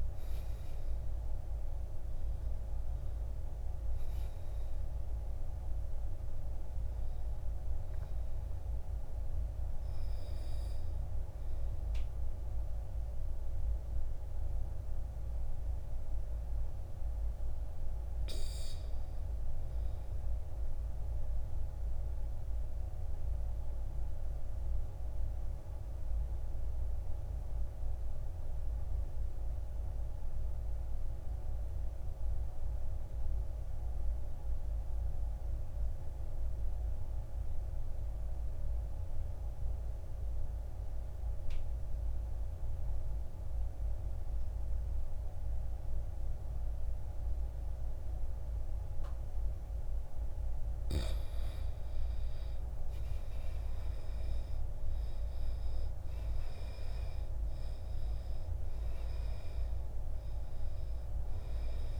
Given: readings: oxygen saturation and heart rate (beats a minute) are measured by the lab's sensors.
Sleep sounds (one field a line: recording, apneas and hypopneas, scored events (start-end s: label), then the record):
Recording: breathing in sleep, hard to hear, by a room microphone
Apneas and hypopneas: 1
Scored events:
0.00-22.00 s: oxygen desaturation (device-marked, oxygen 76% lowest, heart rate 52 extreme)
21.00-50.50 s: obstructive apnea (oxygen 98% before, 80% lowest, heart rate 59 before, 52 extreme, up 11 after)
47.00-62.00 s: oxygen desaturation (device-marked, oxygen 99% before, 80% lowest, heart rate 55 before, 52 extreme)
52.50-56.50 s: arousal
From the record:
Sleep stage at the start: N2 (light sleep)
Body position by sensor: on the back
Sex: male